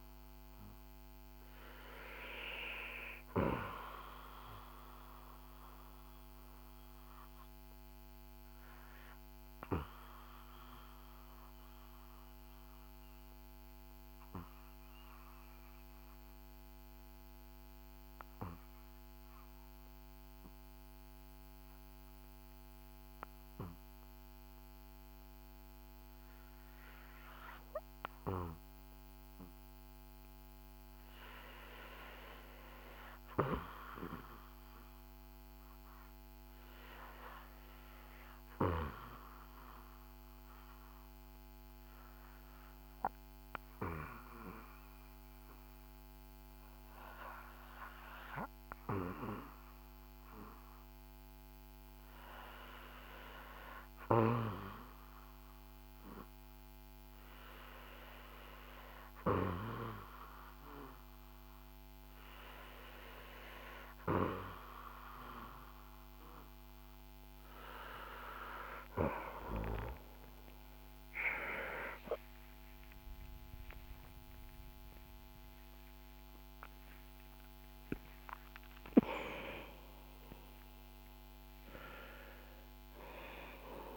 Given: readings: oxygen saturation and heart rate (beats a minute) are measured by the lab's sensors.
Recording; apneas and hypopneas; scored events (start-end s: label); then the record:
breathing in sleep by a microphone on the trachea; 1
0.00-25.00 s: oxygen desaturation (device-marked, oxygen 83% lowest, heart rate 54 extreme)
5.00-52.50 s: obstructive apnea (oxygen 89% before, 79% lowest, heart rate 63 before, 52 extreme, up 1 after)
32.00-63.00 s: oxygen desaturation (device-marked, oxygen 95% before, 79% lowest, heart rate 58 before, 52 extreme)
54.00-58.00 s: arousal
68.00-83.97 s: oxygen desaturation (device-marked, oxygen 87% before, 80% lowest, heart rate 58 before, 51 extreme)
70.50-76.50 s: arousal
From the record:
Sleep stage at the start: REM sleep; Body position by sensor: on the back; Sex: male